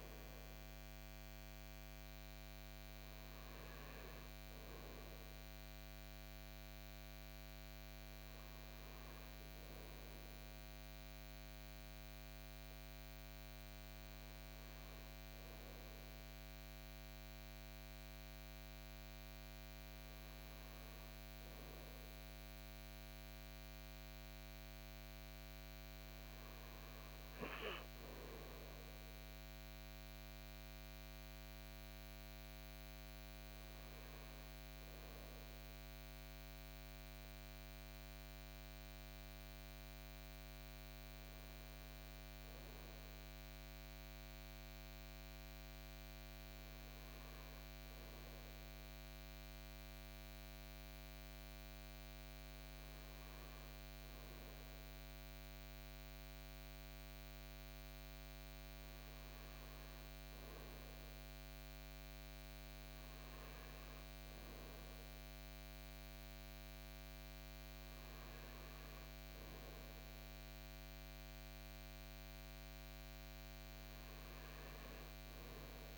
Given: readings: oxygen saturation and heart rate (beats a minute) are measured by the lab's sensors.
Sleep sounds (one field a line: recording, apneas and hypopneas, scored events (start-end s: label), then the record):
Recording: breathing in sleep, hard to hear, by a microphone on the trachea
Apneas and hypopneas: none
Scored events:
none scored
From the record:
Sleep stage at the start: N2 (light sleep)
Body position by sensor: on the front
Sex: male